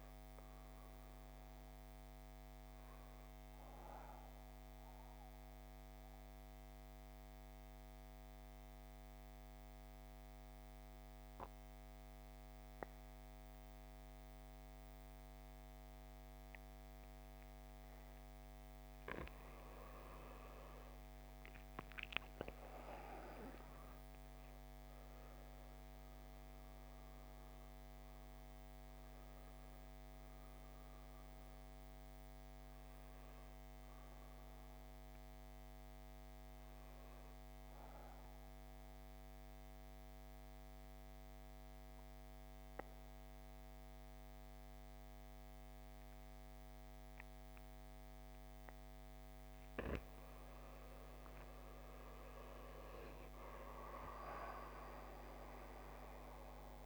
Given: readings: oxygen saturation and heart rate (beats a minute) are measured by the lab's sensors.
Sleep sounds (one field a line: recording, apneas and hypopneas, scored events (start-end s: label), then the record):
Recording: breathing in sleep by a microphone on the trachea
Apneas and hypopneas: 2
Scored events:
3.50-18.00 s: central apnea (oxygen 96% before, 91% lowest, heart rate 60 before, 52 extreme, up 25 after)
21.50-25.50 s: arousal
27.00-44.00 s: oxygen desaturation (device-marked, oxygen 96% before, 91% lowest, heart rate 59 before, 50 extreme)
37.50-49.00 s: central apnea (oxygen 96% before, 91% lowest, heart rate 65 before, 49 extreme, up 12 after)
52.00-56.50 s: arousal
From the record:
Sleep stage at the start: N2 (light sleep)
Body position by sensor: on the back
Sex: male